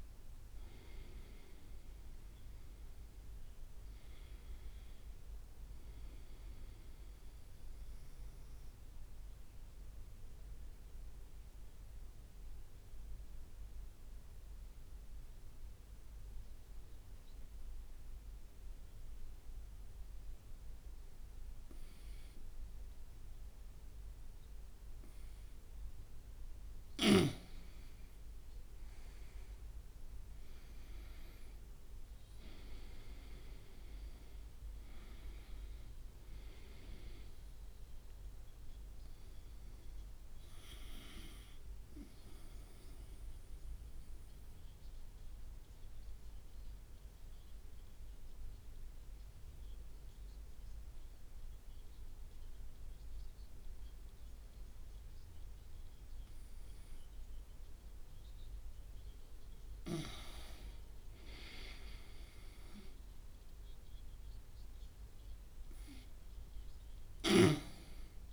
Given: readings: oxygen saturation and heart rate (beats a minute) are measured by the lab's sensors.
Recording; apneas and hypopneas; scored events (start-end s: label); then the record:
breathing in sleep by a room microphone; 2
0.00-2.00 s: long interval between heartbeats (device-marked)
0.00-8.50 s: oxygen desaturation (device-marked, oxygen 90% lowest)
7.50-26.00 s: obstructive apnea (oxygen 96% before, 90% lowest)
28.00-32.50 s: arousal
32.50-52.50 s: oxygen desaturation (device-marked, oxygen 98% before, 92% lowest)
44.50-60.00 s: obstructive apnea (oxygen 98% before, 88% lowest)
62.00-66.50 s: arousal
From the record:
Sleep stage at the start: N2 (light sleep); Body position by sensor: on the right side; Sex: male